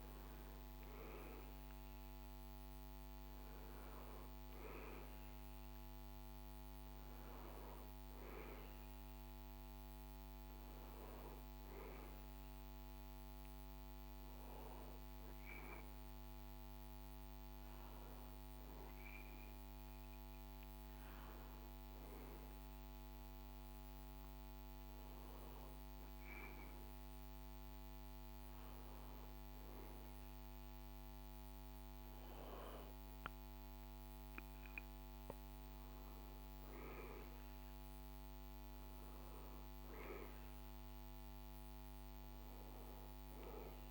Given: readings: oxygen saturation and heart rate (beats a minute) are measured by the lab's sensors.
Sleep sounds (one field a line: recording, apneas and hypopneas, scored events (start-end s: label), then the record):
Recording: breathing in sleep, hard to hear, by a microphone on the trachea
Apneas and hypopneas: none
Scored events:
none scored
From the record:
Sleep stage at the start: N2 (light sleep)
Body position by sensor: on the back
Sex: male